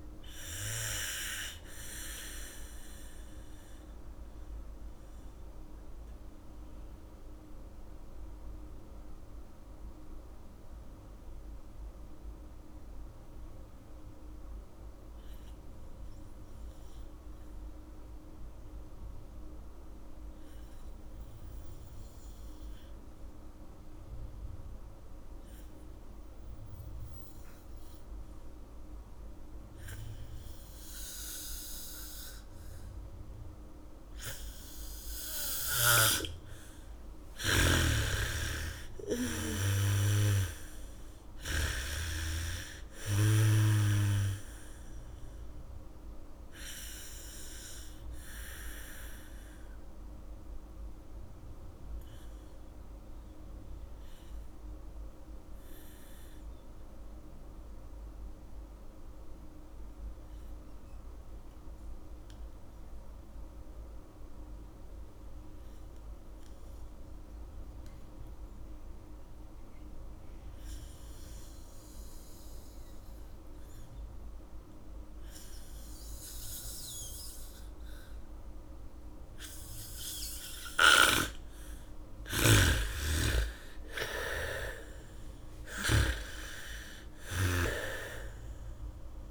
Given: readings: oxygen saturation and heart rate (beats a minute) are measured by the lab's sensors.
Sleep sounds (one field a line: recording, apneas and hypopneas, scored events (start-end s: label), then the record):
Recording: breathing in sleep by a room microphone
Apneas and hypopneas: 2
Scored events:
0.00-22.00 s: oxygen desaturation (device-marked, oxygen 75% lowest, heart rate 43 extreme)
3.00-36.50 s: mixed apnea (oxygen 99% before, 75% lowest, heart rate 64 before, 43 extreme, up 7 after)
30.00-41.00 s: bradycardia (device-marked, heart rate 71 before, 43 extreme)
31.00-64.00 s: oxygen desaturation (device-marked, oxygen 98% before, 77% lowest, heart rate 72 before, 43 extreme)
38.50-42.50 s: arousal
47.00-81.00 s: mixed apnea (oxygen 98% before, 76% lowest, heart rate 60 before, 54 extreme, up 30 after)
71.00-79.00 s: bradycardia (device-marked, heart rate 71 before, 57 extreme)
77.00-89.31 s: oxygen desaturation (device-marked, oxygen 98% before, 76% lowest, heart rate 72 before, 55 extreme)
82.50-89.31 s: snoring (device-marked)
83.50-88.00 s: arousal
From the record:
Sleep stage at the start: N2 (light sleep)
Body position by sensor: on the back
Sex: female